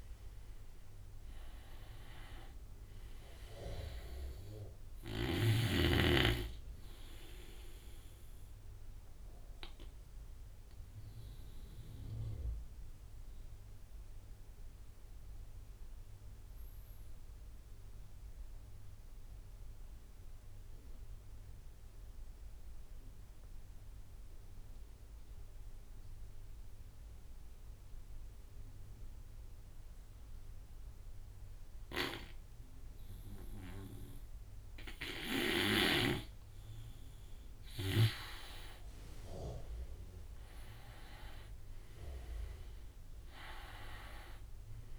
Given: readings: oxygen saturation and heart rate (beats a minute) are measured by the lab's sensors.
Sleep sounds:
breathing in sleep by a room microphone; 1
0.00-21.50 s: oxygen desaturation (device-marked, oxygen 88% lowest)
8.50-32.00 s: obstructive apnea (oxygen 99% before, 87% lowest)
31.00-37.50 s: snoring (device-marked)
33.50-35.50 s: drop in pulse transit time (device-marked)
35.50-44.98 s: oxygen desaturation (device-marked, oxygen 97% before, 87% lowest)
36.00-40.00 s: arousal
37.50-38.50 s: drop in pulse transit time (device-marked)
From the record:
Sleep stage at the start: N2 (light sleep); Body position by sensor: on the right side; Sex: male

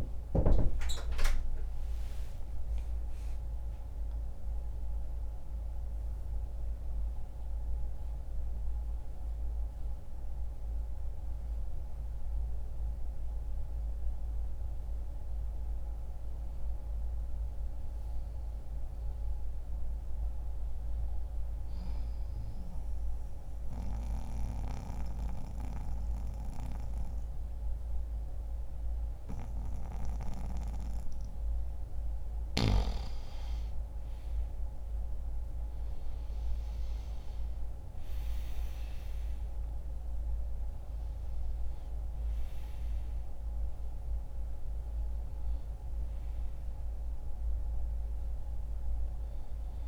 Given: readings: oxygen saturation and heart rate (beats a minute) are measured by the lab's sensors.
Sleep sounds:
breathing in sleep by a room microphone; 1
21.00-31.00 s: mixed apnea (oxygen 95% before, 90% lowest, heart rate 68 before, 64 extreme, up 3 after)
32.00-49.88 s: oxygen desaturation (device-marked, oxygen 95% before, 90% lowest, heart rate 65 before, 63 extreme)
32.50-37.50 s: arousal
From the record:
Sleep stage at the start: N1 (lightest sleep); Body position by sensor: on the back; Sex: male

